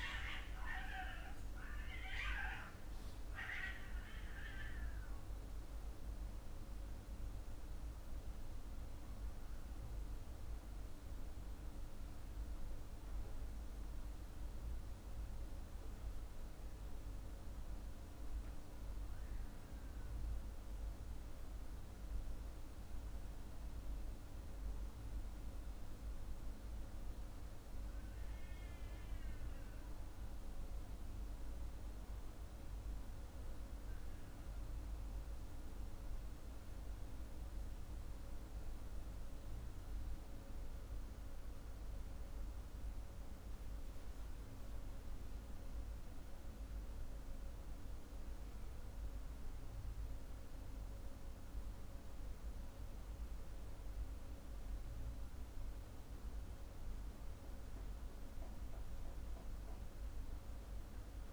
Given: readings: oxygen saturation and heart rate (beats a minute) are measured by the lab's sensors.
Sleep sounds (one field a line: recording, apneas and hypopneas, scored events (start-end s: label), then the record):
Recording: breathing in sleep, hard to hear, by a room microphone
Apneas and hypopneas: none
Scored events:
none scored
From the record:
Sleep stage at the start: N2 (light sleep)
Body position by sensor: on the back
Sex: male